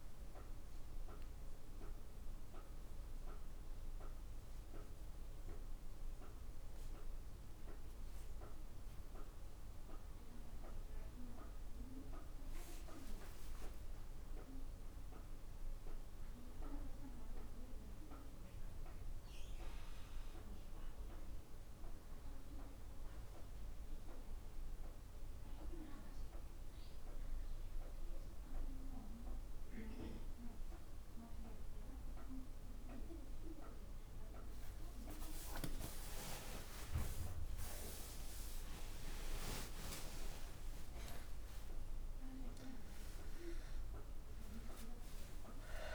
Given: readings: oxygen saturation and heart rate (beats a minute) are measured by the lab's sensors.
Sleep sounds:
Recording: a person awake in a sleep study, by a room microphone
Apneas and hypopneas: none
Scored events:
40.00-45.95 s: new sleep stage, N1 (lightest sleep)
From the record:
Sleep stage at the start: awake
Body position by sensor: on the back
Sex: female

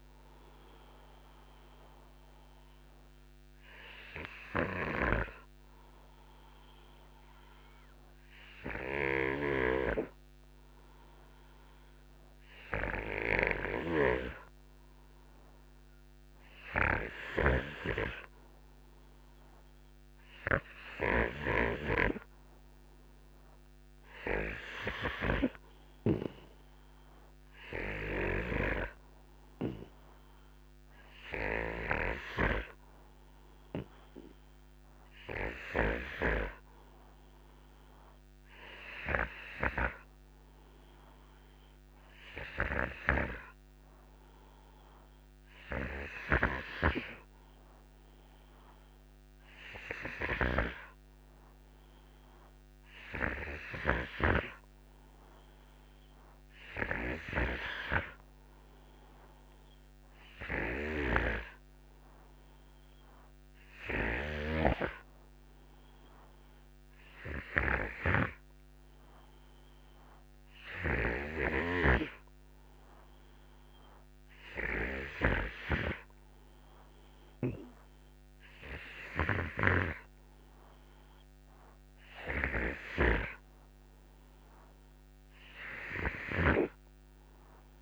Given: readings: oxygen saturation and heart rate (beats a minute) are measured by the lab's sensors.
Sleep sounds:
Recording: breathing in sleep by a microphone on the trachea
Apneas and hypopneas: none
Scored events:
0.00-7.00 s: oxygen desaturation (device-marked, oxygen 82% lowest, heart rate 57 extreme)
9.00-14.00 s: snoring (device-marked)
19.00-49.00 s: oxygen desaturation (device-marked, oxygen 97% before, 88% lowest, heart rate 58 before, 59 extreme)
60.50-64.50 s: snoring (device-marked)
63.00-80.00 s: oxygen desaturation (device-marked, oxygen 90% before, 87% lowest, heart rate 62 before, 60 extreme)
From the record:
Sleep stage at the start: N2 (light sleep)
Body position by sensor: on the right side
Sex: male

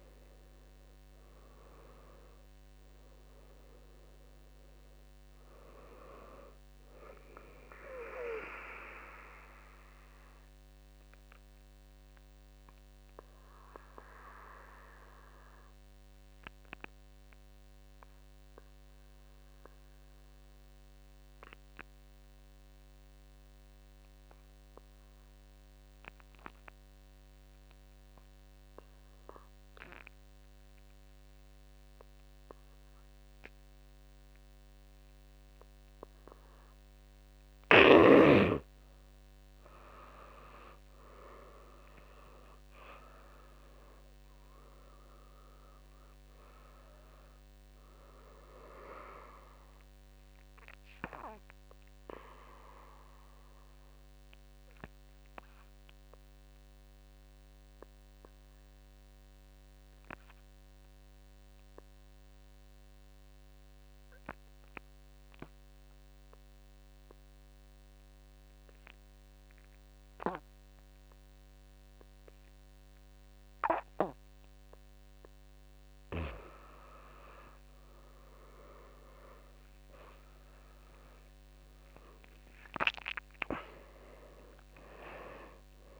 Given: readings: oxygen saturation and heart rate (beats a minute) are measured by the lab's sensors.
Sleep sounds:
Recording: breathing in sleep by a microphone on the trachea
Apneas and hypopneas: 2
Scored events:
0.00-12.00 s: drop in pulse transit time (device-marked, heart rate 55 extreme)
0.00-19.00 s: oxygen desaturation (device-marked, oxygen 84% lowest, heart rate 49 extreme)
9.00-36.00 s: obstructive apnea (oxygen 98% before, 84% lowest, heart rate 62 before, 47 extreme, up 17 after)
34.00-68.00 s: oxygen desaturation (device-marked, oxygen 100% before, 84% lowest, heart rate 53 before, 47 extreme)
38.00-41.50 s: arousal
43.00-56.00 s: drop in pulse transit time (device-marked, heart rate 55 before, 52 extreme)
50.50-75.00 s: obstructive apnea (oxygen 100% before, 84% lowest, heart rate 60 before, 47 extreme, up 18 after)
79.00-82.50 s: arousal
83.00-86.00 s: drop in pulse transit time (device-marked, heart rate 55 before, 56 extreme)
From the record:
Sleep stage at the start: N2 (light sleep)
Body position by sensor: on the back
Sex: male

